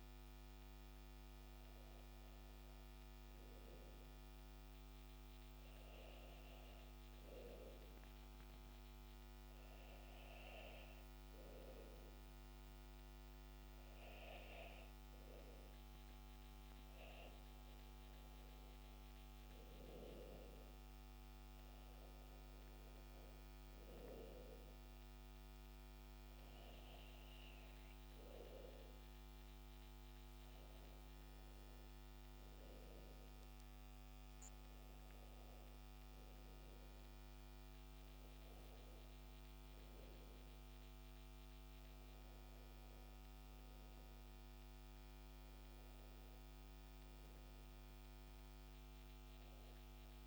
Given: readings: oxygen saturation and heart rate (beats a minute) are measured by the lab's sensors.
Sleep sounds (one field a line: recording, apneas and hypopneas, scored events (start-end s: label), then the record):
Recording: breathing in sleep, hard to hear, by a microphone on the trachea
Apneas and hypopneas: none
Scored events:
none scored
From the record:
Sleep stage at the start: N2 (light sleep)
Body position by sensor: on the back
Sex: male